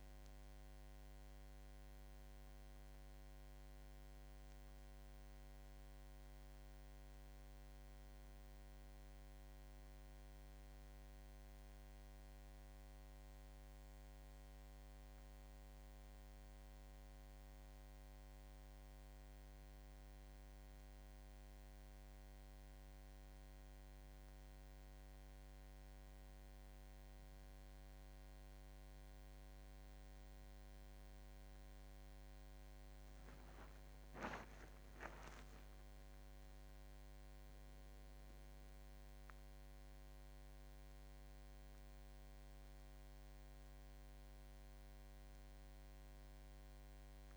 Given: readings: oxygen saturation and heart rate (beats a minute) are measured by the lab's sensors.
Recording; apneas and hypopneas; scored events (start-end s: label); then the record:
a person awake in a sleep study, hard to hear, by a microphone on the trachea; none
none scored
From the record:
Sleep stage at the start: awake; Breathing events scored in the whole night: 244 in 4.7 hours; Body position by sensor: on the back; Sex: male